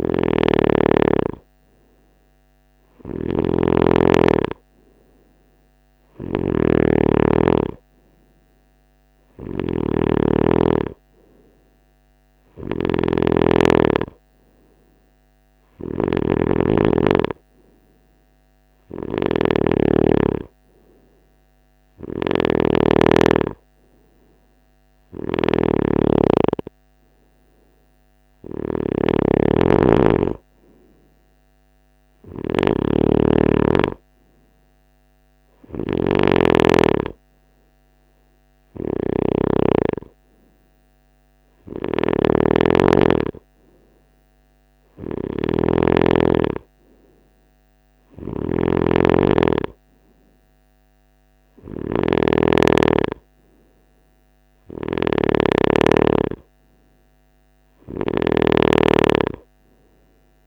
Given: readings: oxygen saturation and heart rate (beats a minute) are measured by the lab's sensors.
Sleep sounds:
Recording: breathing in sleep by a microphone on the trachea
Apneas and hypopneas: none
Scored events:
0.00-60.47 s: snoring (device-marked)
From the record:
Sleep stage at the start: N3 (deep sleep)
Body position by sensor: on the right side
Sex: male

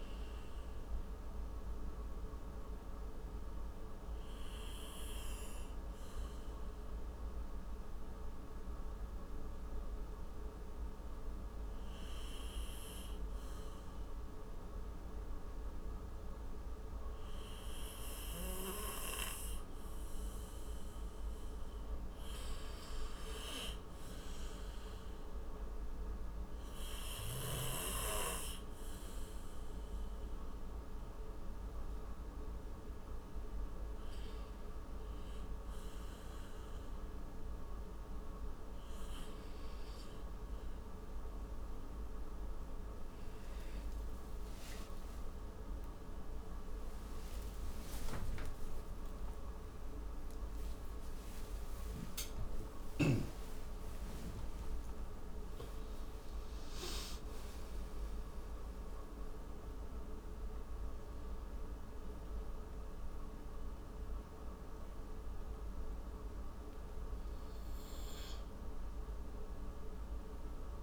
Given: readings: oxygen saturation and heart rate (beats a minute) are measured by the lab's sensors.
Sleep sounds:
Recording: breathing in sleep, hard to hear, by a room microphone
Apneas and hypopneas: 1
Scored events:
2.00-20.50 s: obstructive apnea (oxygen 95% before, 91% lowest, heart rate 66 before, 53 extreme, up 16 after)
22.00-24.50 s: arousal
25.00-40.00 s: oxygen desaturation (device-marked, oxygen 95% before, 91% lowest, heart rate 59 before, 55 extreme)
45.00-59.00 s: tachycardia (device-marked, heart rate 66 before, 119 extreme)
46.00-51.00 s: arousal
59.00-70.82 s: oxygen desaturation (device-marked, oxygen 95% before, 92% lowest, heart rate 94 before, 55 extreme)
From the record:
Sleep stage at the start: N2 (light sleep)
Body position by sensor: on the right side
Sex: male

